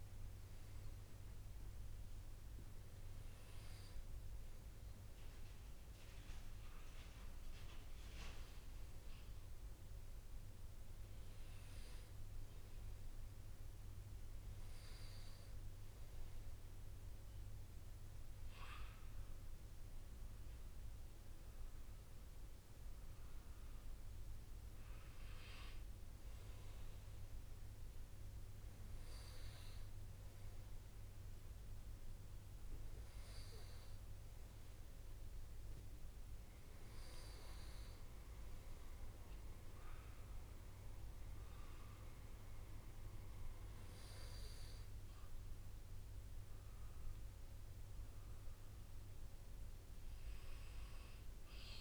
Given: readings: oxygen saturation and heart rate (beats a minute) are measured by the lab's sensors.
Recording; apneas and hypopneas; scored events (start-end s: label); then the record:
breathing in sleep, hard to hear, by a room microphone; none
none scored
From the record:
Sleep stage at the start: N2 (light sleep); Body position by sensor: on the right side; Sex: male